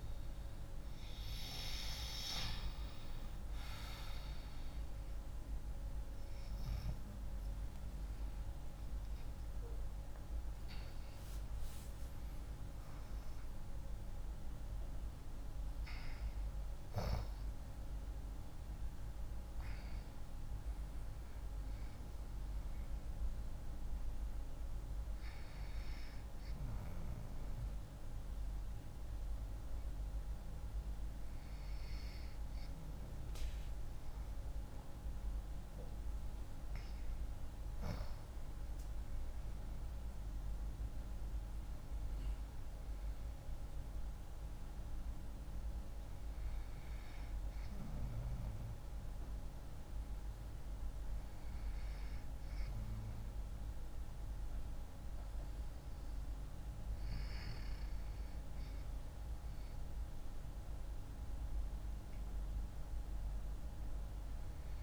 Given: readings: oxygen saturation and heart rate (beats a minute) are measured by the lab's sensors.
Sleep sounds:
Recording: breathing in sleep, hard to hear, by a room microphone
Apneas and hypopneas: none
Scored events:
8.00-13.50 s: arousal
34.50-39.50 s: arousal
From the record:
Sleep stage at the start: N2 (light sleep)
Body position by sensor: on the left side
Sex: female

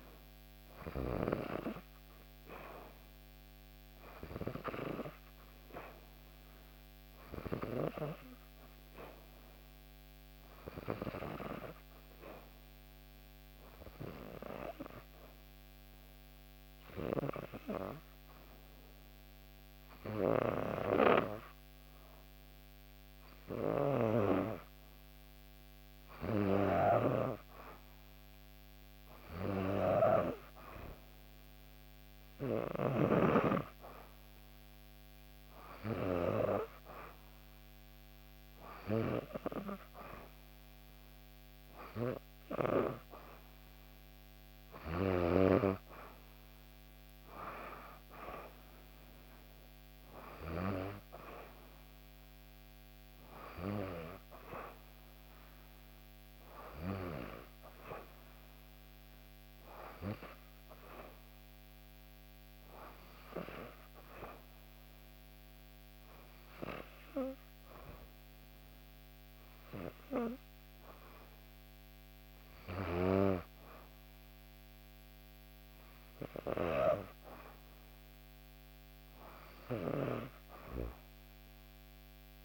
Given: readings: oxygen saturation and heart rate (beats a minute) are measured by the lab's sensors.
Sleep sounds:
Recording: breathing in sleep by a microphone on the trachea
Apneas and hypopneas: 1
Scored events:
0.00-2.50 s: oxygen desaturation (device-marked, oxygen 90% lowest, heart rate 62 extreme)
5.50-9.50 s: arousal
14.00-25.50 s: obstructive apnea (oxygen 97% before, 93% lowest, heart rate 63 before, 64 extreme, up 0 after)
27.00-30.50 s: arousal
From the record:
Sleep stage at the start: N2 (light sleep)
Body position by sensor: on the back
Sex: female

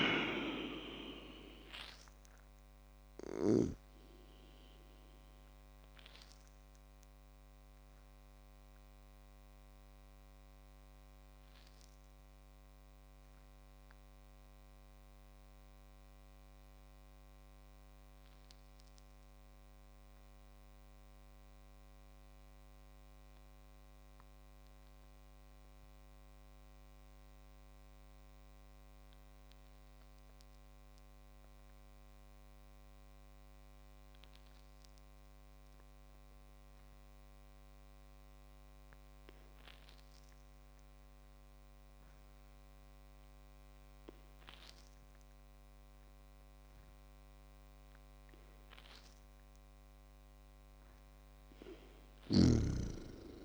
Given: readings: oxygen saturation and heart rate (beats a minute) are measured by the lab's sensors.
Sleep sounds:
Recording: breathing in sleep by a microphone on the trachea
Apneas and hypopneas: 1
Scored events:
0.00-2.00 s: oxygen desaturation (device-marked, oxygen 96% lowest, heart rate 25 extreme)
0.00-3.50 s: snoring (device-marked)
4.50-49.00 s: obstructive apnea (oxygen 100% before, 96% lowest)
43.00-49.00 s: oxygen desaturation (device-marked, oxygen 100% before, 97% lowest)
From the record:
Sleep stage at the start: N2 (light sleep)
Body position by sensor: on the back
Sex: male

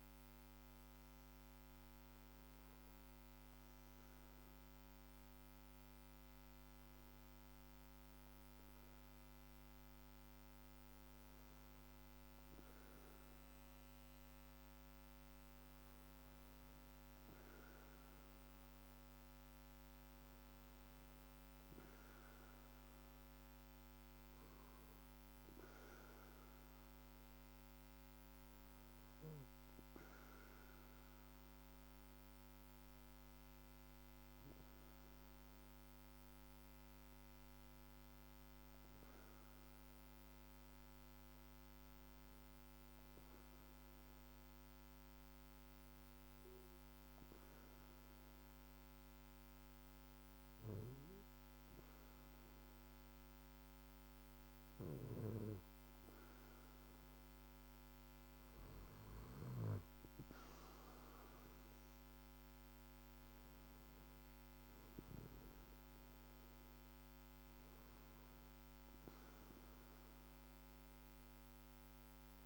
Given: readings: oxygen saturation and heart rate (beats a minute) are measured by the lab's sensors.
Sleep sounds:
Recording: breathing in sleep, hard to hear, by a microphone on the trachea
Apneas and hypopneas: 1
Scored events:
33.00-53.00 s: hypopnea (oxygen 95% before, 93% lowest, heart rate 55 before, 49 extreme, up 0 after)
54.00-59.00 s: snoring (device-marked)
55.50-59.50 s: arousal
From the record:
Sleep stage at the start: N2 (light sleep)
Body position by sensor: on the back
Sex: male

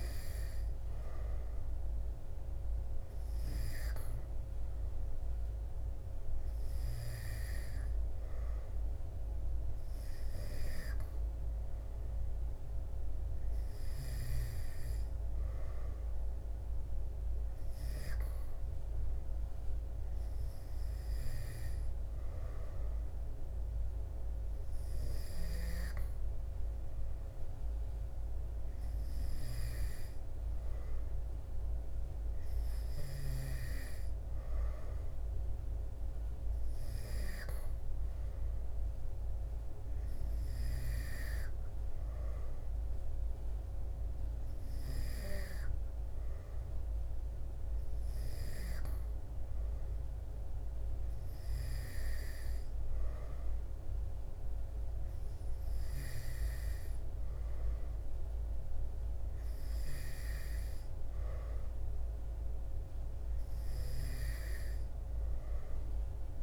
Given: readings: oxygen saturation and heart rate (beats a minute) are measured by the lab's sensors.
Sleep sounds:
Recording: breathing in sleep, hard to hear, by a room microphone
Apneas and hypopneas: none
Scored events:
none scored
From the record:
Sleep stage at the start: N2 (light sleep)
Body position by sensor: on the back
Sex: male

